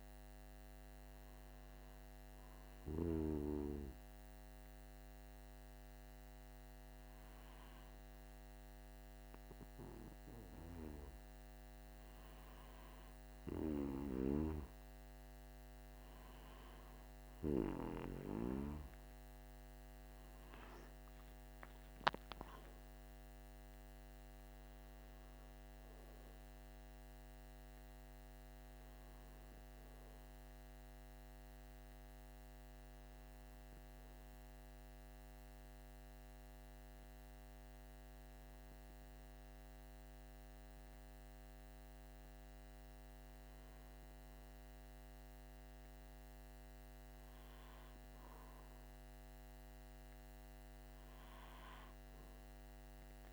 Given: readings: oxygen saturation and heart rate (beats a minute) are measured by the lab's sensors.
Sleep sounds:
breathing in sleep by a microphone on the trachea; none
none scored
From the record:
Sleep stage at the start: N2 (light sleep); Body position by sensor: on the back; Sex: male

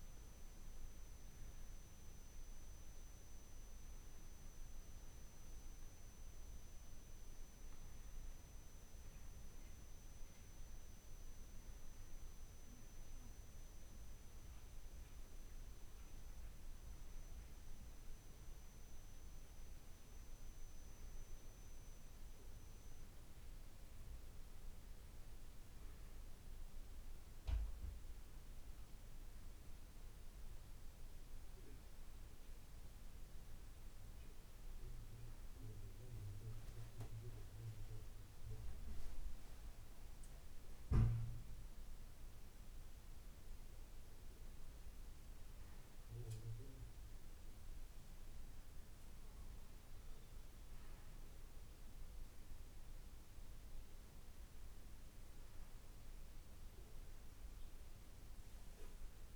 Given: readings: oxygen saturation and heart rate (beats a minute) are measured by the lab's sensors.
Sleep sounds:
breathing in sleep, hard to hear, by a room microphone; none
none scored
From the record:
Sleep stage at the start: N2 (light sleep); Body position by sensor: on the left side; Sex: male

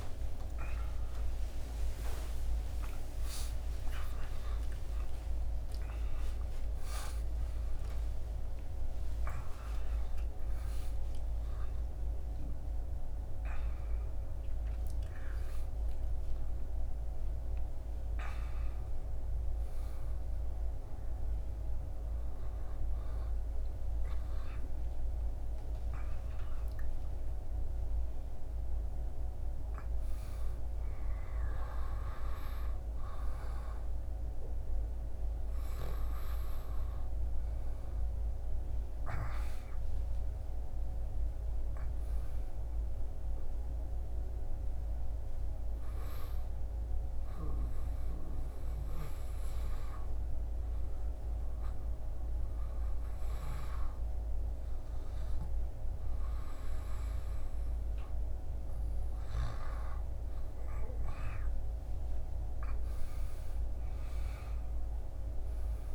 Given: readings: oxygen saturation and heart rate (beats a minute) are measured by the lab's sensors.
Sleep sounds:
a person partly awake in a sleep study, hard to hear, by a room microphone; 1
0.00-9.00 s: oxygen desaturation (device-marked, oxygen 94% lowest, heart rate 91 extreme)
16.00-65.95 s: new sleep stage, N1 (lightest sleep)
43.50-57.00 s: hypopnea (oxygen 100% before, 96% lowest, heart rate 90 before, 77 extreme, up 5 after)
59.00-64.50 s: arousal
From the record:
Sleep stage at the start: awake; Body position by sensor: on the back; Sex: male

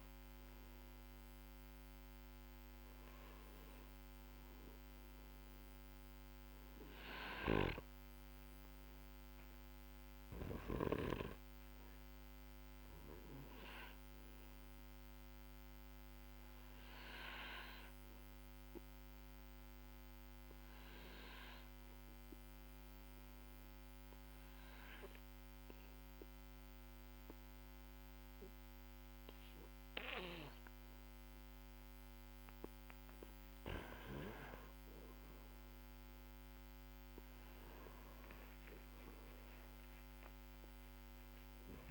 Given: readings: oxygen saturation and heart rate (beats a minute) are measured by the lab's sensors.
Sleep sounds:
breathing in sleep by a microphone on the trachea; 1
5.50-34.00 s: obstructive apnea (oxygen 97% before, 95% lowest, heart rate 55 before, 45 extreme, up 16 after)
39.00-41.91 s: arousal
From the record:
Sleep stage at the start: N2 (light sleep); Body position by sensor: on the back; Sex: male

